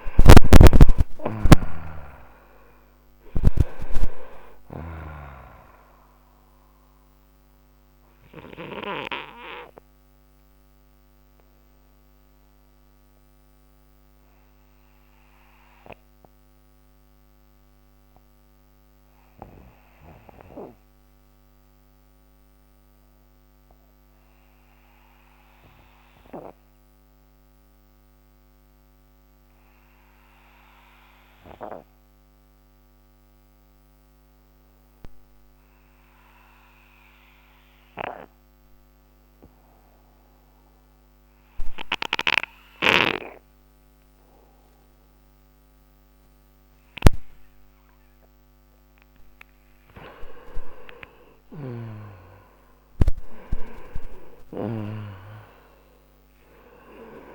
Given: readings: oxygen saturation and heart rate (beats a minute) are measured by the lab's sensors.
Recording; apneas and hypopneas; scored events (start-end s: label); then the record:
breathing in sleep by a microphone on the trachea; 1
0.00-1.50 s: snoring (device-marked)
14.50-41.50 s: obstructive apnea (oxygen 95% before, 87% lowest, heart rate 71 before, 58 extreme, up 13 after)
18.50-29.50 s: oxygen desaturation (device-marked, oxygen 95% before, 87% lowest, heart rate 67 before, 59 extreme)
49.00-55.50 s: arousal
From the record:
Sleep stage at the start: N2 (light sleep); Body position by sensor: on the right side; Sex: male